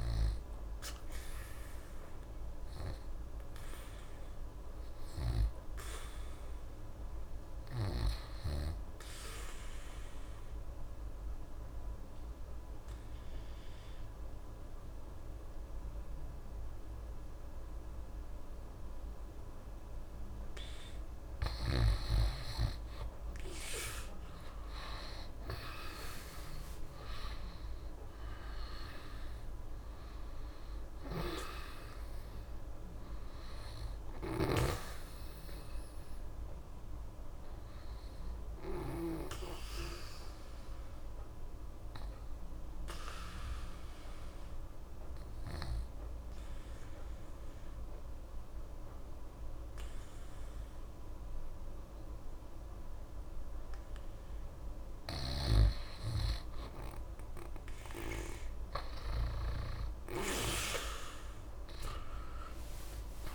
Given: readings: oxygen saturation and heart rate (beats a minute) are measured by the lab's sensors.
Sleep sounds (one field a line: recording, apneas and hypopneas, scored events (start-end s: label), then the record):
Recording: breathing in sleep by a room microphone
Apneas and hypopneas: 2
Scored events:
0.00-9.50 s: oxygen desaturation (device-marked, oxygen 87% lowest)
9.50-22.00 s: obstructive apnea (oxygen 93% before, 88% lowest)
20.50-49.50 s: oxygen desaturation (device-marked, oxygen 97% before, 88% lowest)
24.00-27.50 s: arousal
34.50-39.50 s: snoring (device-marked)
41.00-55.50 s: obstructive apnea (oxygen 97% before, 87% lowest, heart rate 102 before, 65 extreme, up 19 after)
61.50-63.35 s: oxygen desaturation (device-marked, oxygen 97% before, 88% lowest, heart rate 75 before, 66 extreme)
From the record:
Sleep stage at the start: N2 (light sleep)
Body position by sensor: on the right side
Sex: male